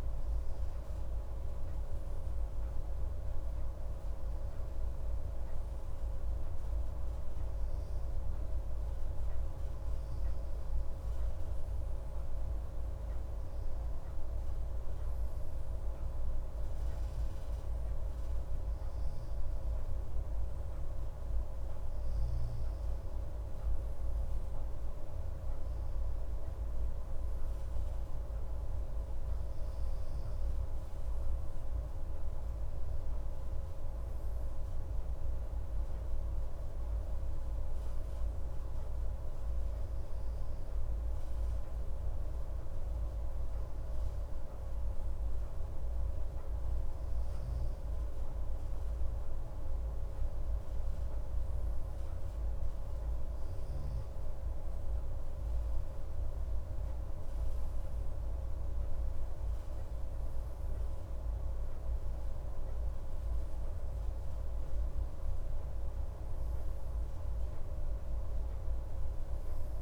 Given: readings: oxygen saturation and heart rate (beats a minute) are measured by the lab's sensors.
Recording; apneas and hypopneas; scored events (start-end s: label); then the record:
a person partly awake in a sleep study, hard to hear, by a room microphone; none
28.50-69.82 s: new sleep stage, N2 (light sleep)
From the record:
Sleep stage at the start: awake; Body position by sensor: on the left side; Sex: male